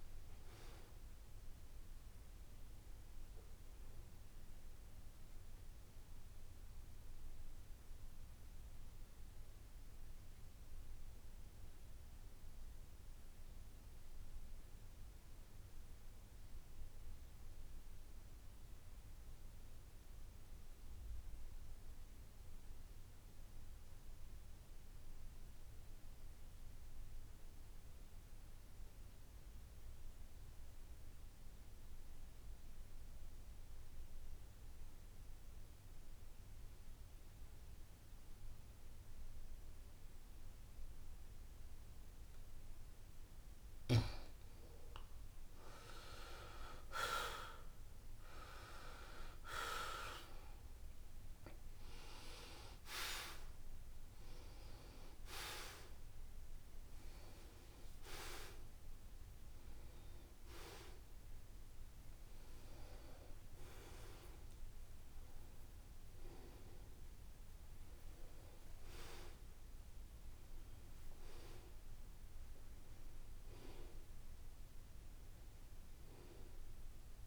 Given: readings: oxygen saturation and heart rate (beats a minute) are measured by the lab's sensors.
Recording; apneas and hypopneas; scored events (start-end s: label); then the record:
breathing in sleep by a room microphone; 1
0.00-10.50 s: oxygen desaturation (device-marked, oxygen 82% lowest, heart rate 67 extreme)
5.50-43.00 s: mixed apnea (oxygen 88% before, 80% lowest, heart rate 73 before, 67 extreme, up 6 after)
29.50-70.50 s: oxygen desaturation (device-marked, oxygen 96% before, 80% lowest, heart rate 70 before, 67 extreme)
46.50-50.00 s: arousal
72.50-76.00 s: arousal
From the record:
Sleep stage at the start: N2 (light sleep); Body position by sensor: on the back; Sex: male